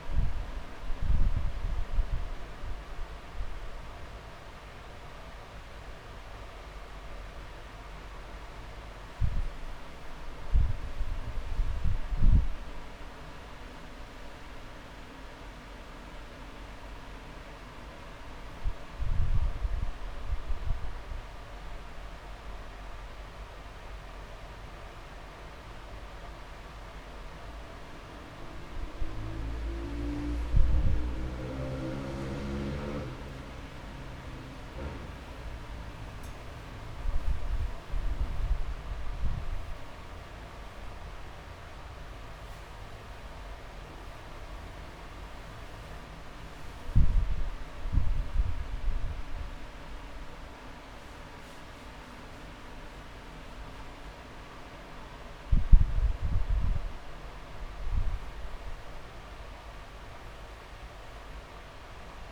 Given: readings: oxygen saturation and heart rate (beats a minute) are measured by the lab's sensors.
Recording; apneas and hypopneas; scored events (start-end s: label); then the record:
a person partly awake in a sleep study, by a room microphone; none
0.00-2.00 s: long interval between heartbeats (device-marked)
2.50-3.50 s: drop in pulse transit time (device-marked)
6.00-8.00 s: long interval between heartbeats (device-marked)
12.50-24.50 s: drop in pulse transit time (device-marked)
15.00-17.00 s: long interval between heartbeats (device-marked)
17.50-62.32 s: new sleep stage, N2 (light sleep)
23.00-25.00 s: long interval between heartbeats (device-marked)
32.50-34.50 s: long interval between heartbeats (device-marked)
41.00-43.00 s: long interval between heartbeats (device-marked)
49.50-51.50 s: long interval between heartbeats (device-marked)
57.50-62.00 s: arousal
From the record:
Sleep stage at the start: awake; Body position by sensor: on the back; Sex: male